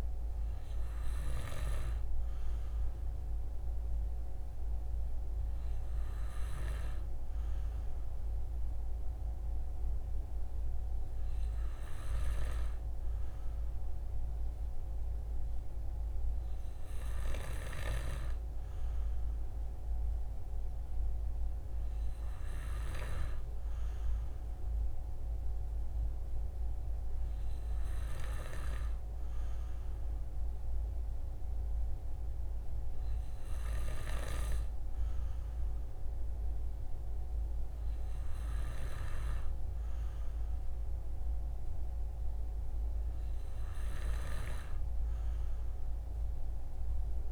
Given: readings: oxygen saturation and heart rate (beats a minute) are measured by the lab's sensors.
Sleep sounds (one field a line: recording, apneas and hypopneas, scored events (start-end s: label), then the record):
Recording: breathing in sleep by a room microphone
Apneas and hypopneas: none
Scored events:
none scored
From the record:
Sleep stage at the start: N2 (light sleep)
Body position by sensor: on the right side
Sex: male